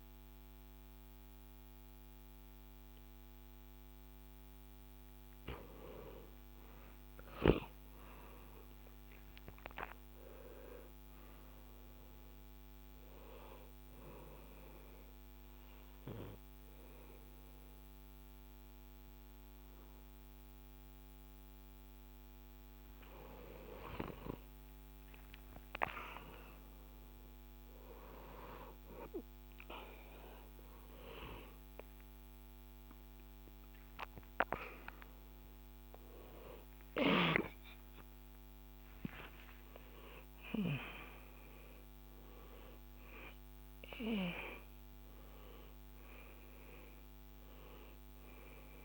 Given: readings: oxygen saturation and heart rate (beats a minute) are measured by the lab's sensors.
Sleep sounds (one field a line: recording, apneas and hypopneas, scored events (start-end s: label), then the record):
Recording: a person partly awake in a sleep study, by a microphone on the trachea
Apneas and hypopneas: 1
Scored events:
12.50-22.50 s: obstructive apnea (oxygen 99% before, 95% lowest, heart rate 79 before, 64 extreme, up 14 after)
13.00-48.85 s: new sleep stage, N1 (lightest sleep)
25.50-30.50 s: arousal
From the record:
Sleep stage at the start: awake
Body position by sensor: on the back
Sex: male